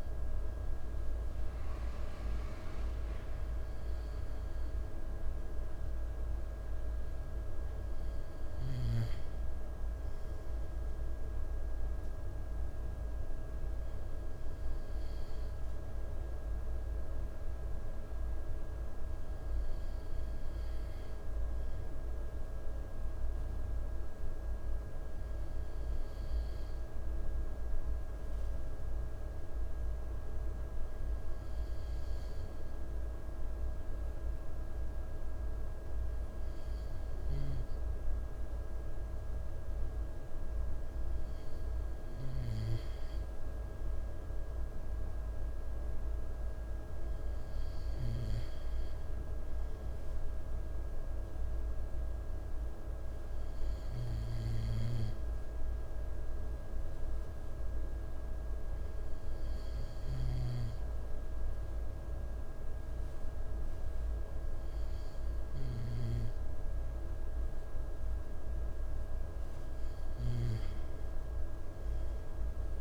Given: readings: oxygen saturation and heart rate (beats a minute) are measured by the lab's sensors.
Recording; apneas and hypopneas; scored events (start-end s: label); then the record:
breathing in sleep, hard to hear, by a room microphone; none
54.00-70.00 s: snoring (device-marked)
From the record:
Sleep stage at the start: N2 (light sleep); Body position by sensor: on the right side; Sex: male